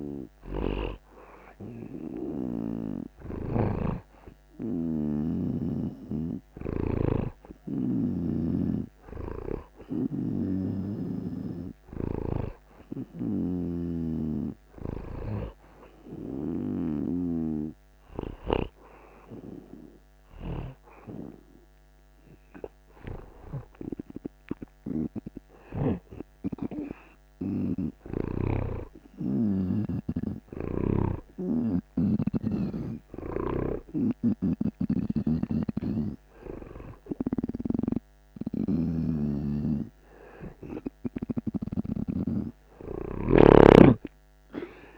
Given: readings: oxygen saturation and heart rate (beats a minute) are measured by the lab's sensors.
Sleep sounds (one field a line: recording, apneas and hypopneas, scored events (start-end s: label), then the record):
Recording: breathing in sleep by a microphone on the trachea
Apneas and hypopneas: none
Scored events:
0.00-3.00 s: snoring (device-marked)
10.00-16.50 s: snoring (device-marked)
30.50-41.50 s: snoring (device-marked)
38.00-44.98 s: oxygen desaturation (device-marked, oxygen 90% before, 85% lowest)
43.50-44.98 s: snoring (device-marked)
From the record:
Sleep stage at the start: N2 (light sleep)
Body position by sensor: on the right side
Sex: male